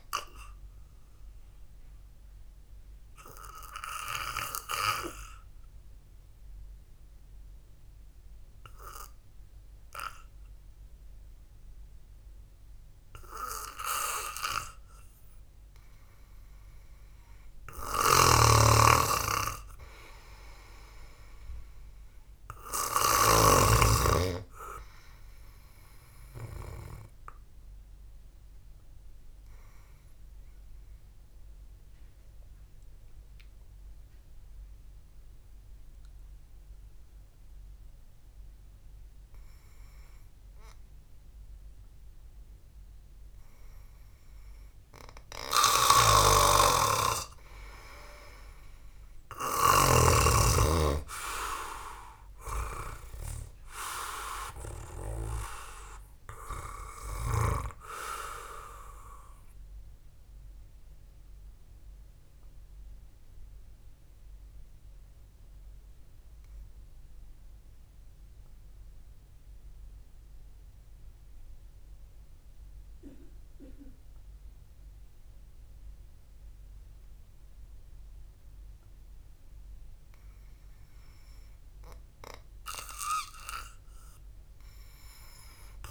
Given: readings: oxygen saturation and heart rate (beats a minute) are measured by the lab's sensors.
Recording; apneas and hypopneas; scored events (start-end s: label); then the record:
breathing in sleep by a room microphone; 3
3.50-16.50 s: obstructive apnea (oxygen 98% before, 91% lowest, heart rate 60 before, 58 extreme, up 2 after)
15.50-21.50 s: oxygen desaturation (device-marked, oxygen 96% before, 93% lowest, heart rate 64 before, 58 extreme)
18.50-22.00 s: arousal
18.50-24.00 s: snoring (device-marked)
30.50-41.50 s: obstructive apnea (oxygen 96% before, 91% lowest, heart rate 64 before, 55 extreme, up 4 after)
44.00-47.00 s: arousal
46.50-50.50 s: snoring (device-marked)
59.50-81.50 s: obstructive apnea (oxygen 96% before, 91% lowest, heart rate 63 before, 54 extreme)
61.50-78.50 s: oxygen desaturation (device-marked, oxygen 95% before, 91% lowest, heart rate 63 before, 54 extreme)
83.50-85.91 s: arousal
From the record:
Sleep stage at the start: N2 (light sleep); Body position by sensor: on the back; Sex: male